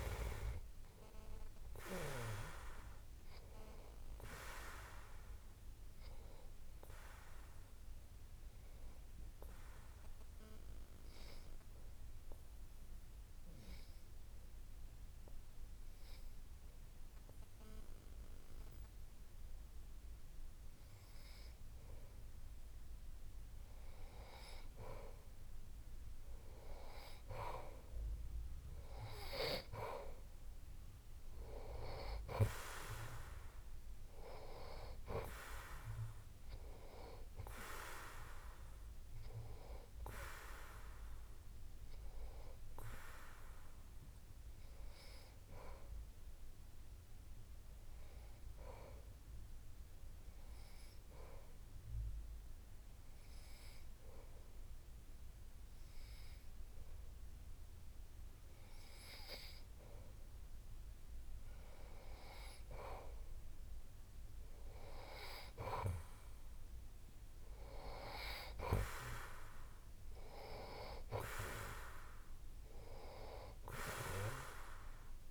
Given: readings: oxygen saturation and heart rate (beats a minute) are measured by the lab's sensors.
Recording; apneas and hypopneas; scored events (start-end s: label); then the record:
breathing in sleep by a room microphone; 2
8.00-23.50 s: obstructive apnea (oxygen 97% before, 92% lowest)
26.50-30.00 s: arousal
45.50-61.50 s: obstructive apnea (oxygen 97% before, 92% lowest)
64.00-67.50 s: arousal
From the record:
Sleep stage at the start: N2 (light sleep); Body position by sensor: on the back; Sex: male